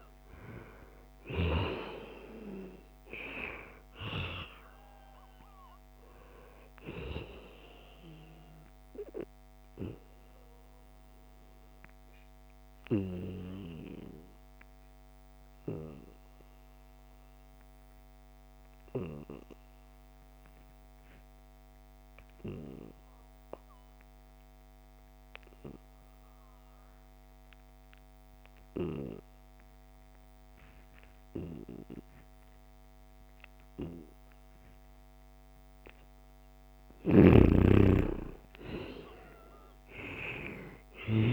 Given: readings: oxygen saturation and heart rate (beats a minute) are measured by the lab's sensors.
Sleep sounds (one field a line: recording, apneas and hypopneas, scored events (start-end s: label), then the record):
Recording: breathing in sleep by a microphone on the trachea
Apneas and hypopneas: 1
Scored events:
0.00-19.00 s: oxygen desaturation (device-marked, oxygen 89% lowest, heart rate 73 extreme)
10.50-36.00 s: obstructive apnea (oxygen 97% before, 89% lowest, heart rate 77 before, 73 extreme, up 4 after)
35.00-41.33 s: oxygen desaturation (device-marked, oxygen 97% before, 89% lowest, heart rate 75 before, 68 extreme)
37.00-41.33 s: arousal
From the record:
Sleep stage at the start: N2 (light sleep)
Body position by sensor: on the back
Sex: male